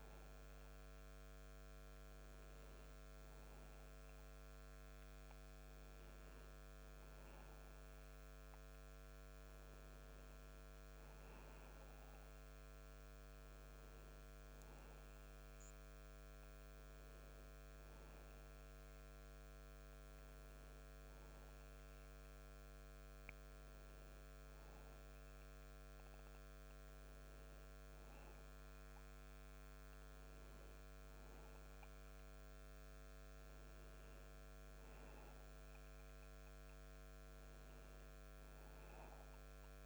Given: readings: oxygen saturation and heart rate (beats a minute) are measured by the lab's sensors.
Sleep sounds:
breathing in sleep, hard to hear, by a microphone on the trachea; none
none scored
From the record:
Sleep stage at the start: N2 (light sleep); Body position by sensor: on the back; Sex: male

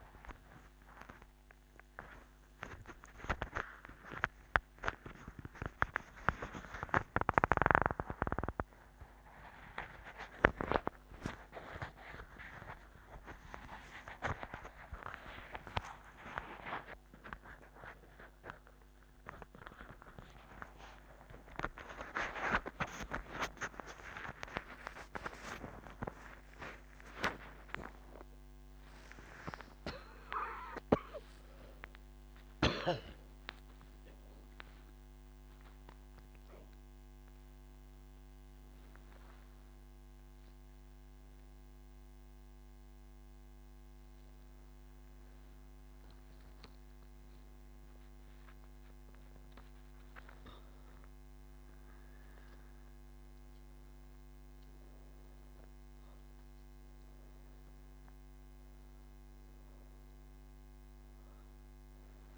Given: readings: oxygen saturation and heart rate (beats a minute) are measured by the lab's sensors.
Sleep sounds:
breathing in sleep by a microphone on the trachea; none
none scored
From the record:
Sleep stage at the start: N2 (light sleep); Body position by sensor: on the right side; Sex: female

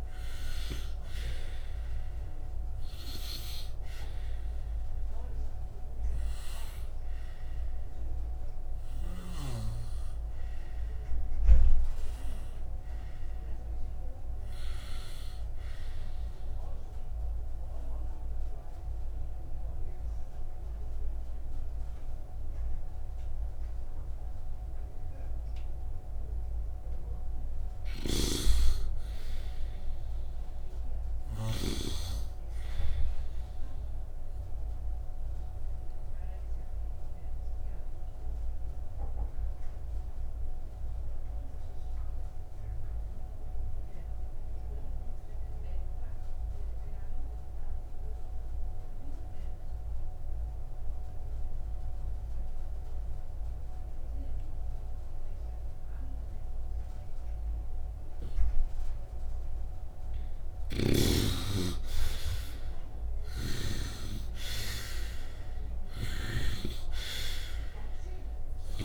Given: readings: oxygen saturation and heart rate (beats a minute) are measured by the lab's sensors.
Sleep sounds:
breathing in sleep by a room microphone; 2
0.00-23.00 s: oxygen desaturation (device-marked, oxygen 69% lowest, heart rate 55 extreme)
16.50-28.00 s: obstructive apnea (oxygen 88% before, 69% lowest, heart rate 71 before, 63 extreme)
28.00-32.00 s: snoring (device-marked)
29.00-31.50 s: arousal
33.50-58.50 s: obstructive apnea (oxygen 99% before, 73% lowest, heart rate 72 before, 52 extreme, up 5 after)
40.00-51.00 s: oxygen desaturation (device-marked, oxygen 97% before, 88% lowest, heart rate 70 before, 52 extreme)
57.00-68.85 s: oxygen desaturation (device-marked, oxygen 96% before, 73% lowest, heart rate 65 before, 49 extreme)
60.50-64.00 s: arousal
60.50-64.00 s: snoring (device-marked)
66.00-68.85 s: snoring (device-marked)
From the record:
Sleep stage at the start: N2 (light sleep); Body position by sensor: upright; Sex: male

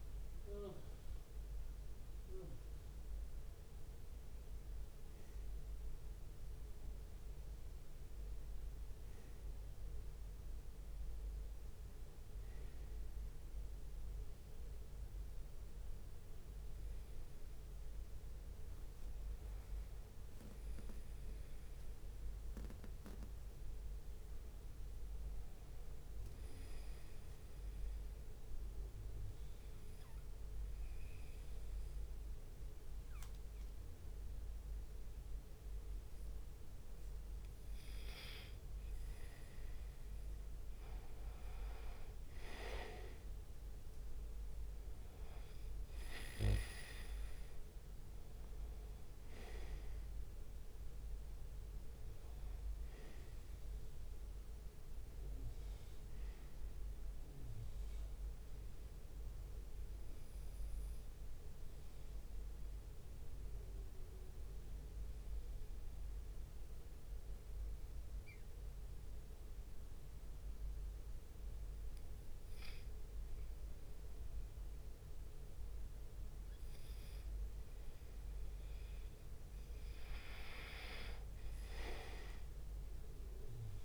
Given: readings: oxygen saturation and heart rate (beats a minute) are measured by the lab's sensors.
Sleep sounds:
breathing in sleep by a room microphone; 2
0.00-7.00 s: drop in pulse transit time (device-marked, heart rate 63 extreme)
17.00-21.50 s: arousal
18.50-24.50 s: leg movement (device-marked)
21.00-83.85 s: new sleep stage, N2 (light sleep)
27.00-38.50 s: obstructive apnea (oxygen 97% before, 90% lowest, heart rate 67 before, 68 extreme, up 1 after)
40.50-44.50 s: arousal
50.50-53.00 s: leg movement (device-marked)
53.00-62.00 s: oxygen desaturation (device-marked, oxygen 94% before, 90% lowest, heart rate 69 before, 69 extreme)
54.00-58.50 s: leg movement (device-marked)
54.50-56.50 s: long interval between heartbeats (device-marked, heart rate 69 before, 75 extreme)
60.50-77.00 s: obstructive apnea (oxygen 96% before, 90% lowest, heart rate 71 before, 69 extreme, up 2 after)
61.50-63.50 s: long interval between heartbeats (device-marked, heart rate 72 before, 77 extreme)
66.00-68.00 s: leg movement (device-marked)
78.50-83.50 s: leg movement (device-marked)
80.50-83.85 s: arousal
From the record:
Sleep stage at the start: N1 (lightest sleep); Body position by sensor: on the right side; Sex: male

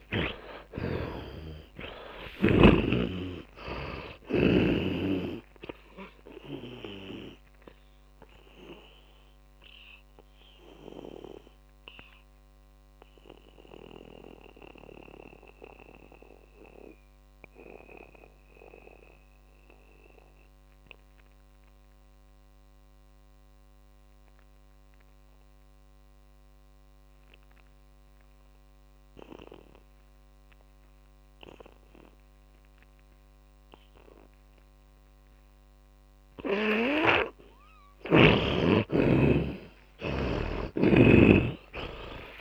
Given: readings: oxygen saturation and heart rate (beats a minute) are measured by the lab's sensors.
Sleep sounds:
breathing in sleep by a microphone on the trachea; 1
0.00-3.50 s: arousal
0.00-5.00 s: snoring (device-marked)
2.00-26.00 s: oxygen desaturation (device-marked, oxygen 98% before, 80% lowest, heart rate 56 before, 51 extreme)
7.50-37.00 s: mixed apnea (oxygen 100% before, 80% lowest, heart rate 60 before, 51 extreme, up 26 after)
36.00-42.41 s: oxygen desaturation (device-marked, oxygen 100% before, 81% lowest, heart rate 59 before, 49 extreme)
40.00-42.41 s: arousal
From the record:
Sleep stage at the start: N2 (light sleep); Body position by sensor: on the back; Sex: male

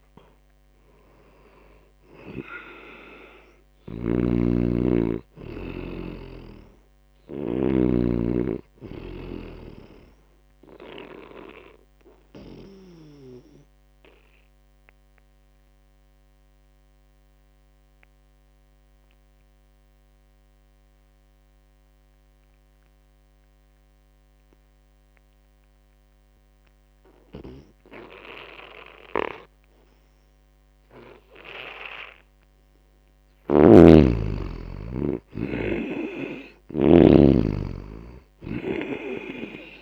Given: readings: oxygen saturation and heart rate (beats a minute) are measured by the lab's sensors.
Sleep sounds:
breathing in sleep by a microphone on the trachea; 1
0.00-9.50 s: oxygen desaturation (device-marked, oxygen 83% lowest)
3.50-7.50 s: snoring (device-marked)
11.50-32.00 s: obstructive apnea (oxygen 96% before, 81% lowest)
26.50-39.81 s: oxygen desaturation (device-marked, oxygen 96% before, 81% lowest)
29.00-31.00 s: long interval between heartbeats (device-marked)
32.50-34.50 s: long interval between heartbeats (device-marked)
33.50-37.00 s: arousal
33.50-37.00 s: snoring (device-marked)
From the record:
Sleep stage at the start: N2 (light sleep); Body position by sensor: on the back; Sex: male

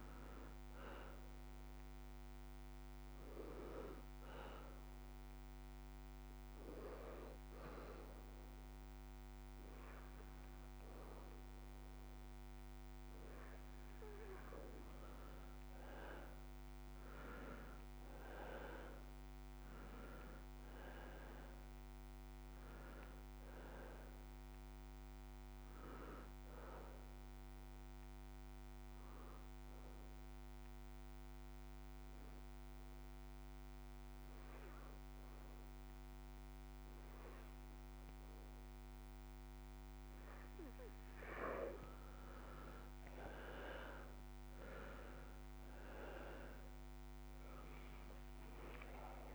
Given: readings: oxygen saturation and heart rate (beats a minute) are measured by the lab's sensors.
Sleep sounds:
breathing in sleep by a microphone on the trachea; 2
0.00-6.50 s: oxygen desaturation (device-marked, oxygen 87% lowest)
4.50-14.50 s: obstructive apnea (oxygen 93% before, 83% lowest)
17.00-21.00 s: arousal
22.50-35.50 s: oxygen desaturation (device-marked, oxygen 93% before, 84% lowest)
27.50-39.50 s: obstructive apnea (oxygen 93% before, 83% lowest)
42.50-47.50 s: arousal
43.50-49.35 s: oxygen desaturation (device-marked, oxygen 96% before, 83% lowest)
From the record:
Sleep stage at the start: N2 (light sleep); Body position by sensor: on the left side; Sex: male

